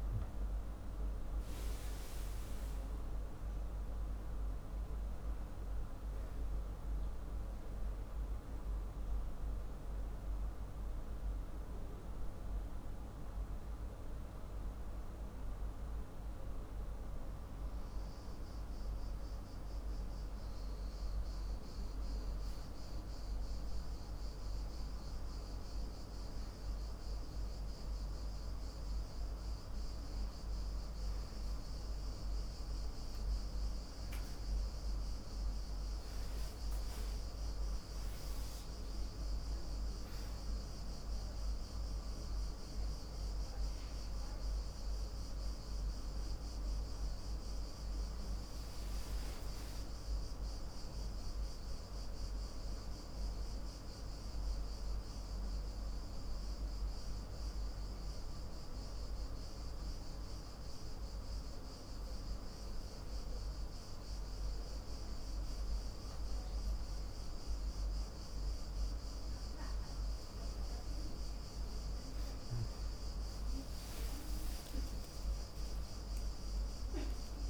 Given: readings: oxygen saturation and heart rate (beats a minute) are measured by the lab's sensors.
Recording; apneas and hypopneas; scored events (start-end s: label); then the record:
breathing in sleep, hard to hear, by a room microphone; 2
0.50-4.50 s: arousal
10.00-22.50 s: hypopnea (oxygen 96% before, 94% lowest, heart rate 64 before, 55 extreme, up 3 after)
24.50-28.50 s: arousal
52.50-56.00 s: arousal
60.00-70.00 s: mixed apnea (oxygen 97% before, 93% lowest, heart rate 59 before, 55 extreme, up 54 after)
76.50-77.50 s: new sleep stage, awake
From the record:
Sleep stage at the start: N2 (light sleep); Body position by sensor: on the back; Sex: male